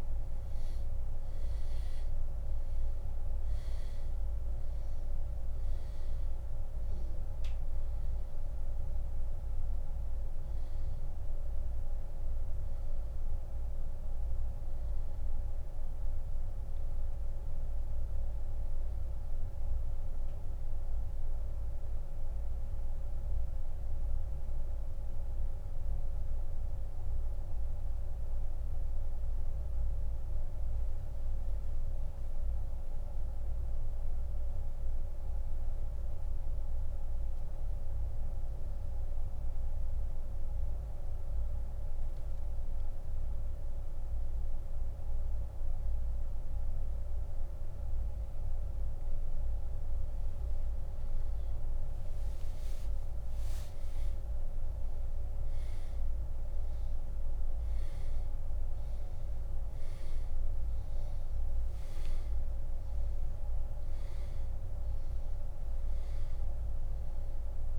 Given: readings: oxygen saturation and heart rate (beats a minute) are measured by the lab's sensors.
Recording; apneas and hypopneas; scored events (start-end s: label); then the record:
breathing in sleep, hard to hear, by a room microphone; 1
15.00-45.00 s: oxygen desaturation (device-marked, oxygen 96% before, 89% lowest, heart rate 78 before, 25 extreme)
16.50-20.00 s: arousal
23.00-51.50 s: mixed apnea (oxygen 97% before, 89% lowest)
52.50-56.00 s: arousal
From the record:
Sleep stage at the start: N2 (light sleep); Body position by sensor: on the back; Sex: male